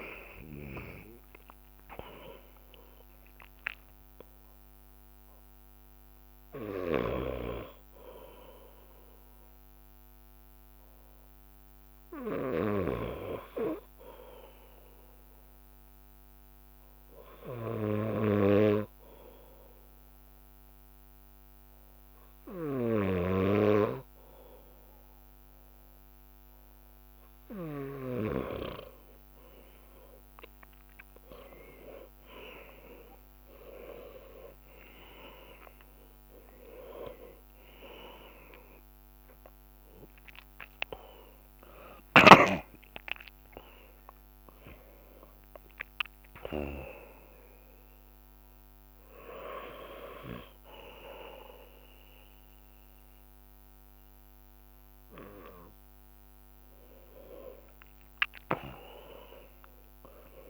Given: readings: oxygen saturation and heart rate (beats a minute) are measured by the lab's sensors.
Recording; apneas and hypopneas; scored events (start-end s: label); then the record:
breathing in sleep by a microphone on the trachea; 1
0.00-8.50 s: drop in pulse transit time (device-marked, heart rate 69 extreme)
15.00-27.50 s: hypopnea (oxygen 96% before, 95% lowest, heart rate 68 before, 61 extreme, up 8 after)
22.50-32.50 s: drop in pulse transit time (device-marked, heart rate 64 before, 61 extreme)
29.00-36.50 s: leg movement (device-marked)
30.00-34.50 s: arousal
41.50-44.00 s: leg movement (device-marked)
43.50-51.50 s: drop in pulse transit time (device-marked, heart rate 67 before, 70 extreme)
57.50-58.50 s: leg movement (device-marked)
59.00-60.50 s: arousal
From the record:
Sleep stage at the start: N2 (light sleep); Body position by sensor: on the left side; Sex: male